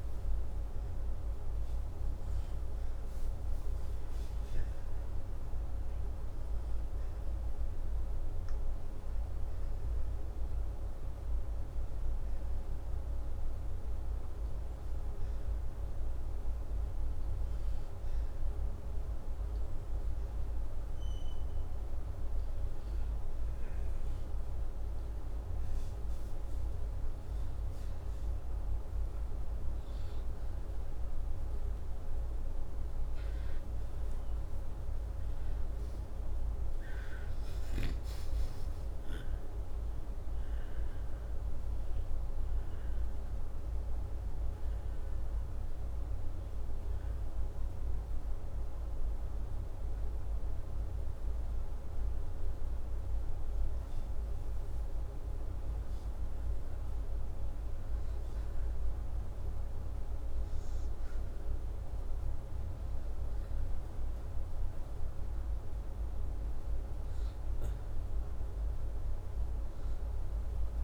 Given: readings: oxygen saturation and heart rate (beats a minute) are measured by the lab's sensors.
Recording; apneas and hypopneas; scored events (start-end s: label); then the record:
breathing in sleep, hard to hear, by a room microphone; 2
9.00-12.50 s: arousal
17.00-28.00 s: hypopnea (oxygen 96% before, 94% lowest, heart rate 84 before, 84 extreme, up 5 after)
37.50-41.50 s: arousal
45.50-56.50 s: hypopnea (oxygen 96% before, 94% lowest, heart rate 87 before, 79 extreme, up 2 after)
59.00-62.50 s: arousal
From the record:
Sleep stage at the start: N2 (light sleep); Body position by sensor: upright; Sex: male